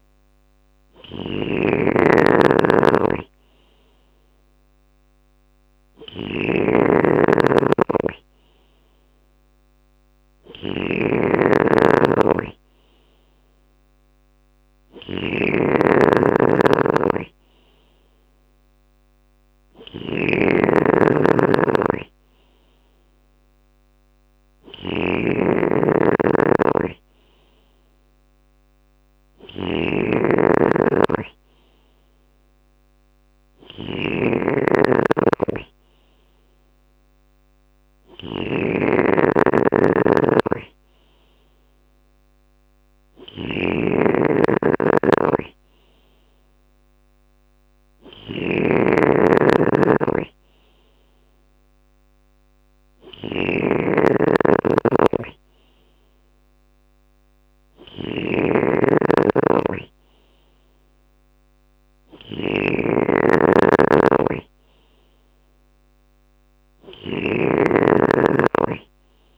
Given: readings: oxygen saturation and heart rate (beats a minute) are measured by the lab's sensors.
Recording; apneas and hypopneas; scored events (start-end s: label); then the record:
breathing in sleep by a microphone on the trachea; none
0.00-69.38 s: snoring (device-marked)
From the record:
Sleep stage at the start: N3 (deep sleep); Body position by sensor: on the left side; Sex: male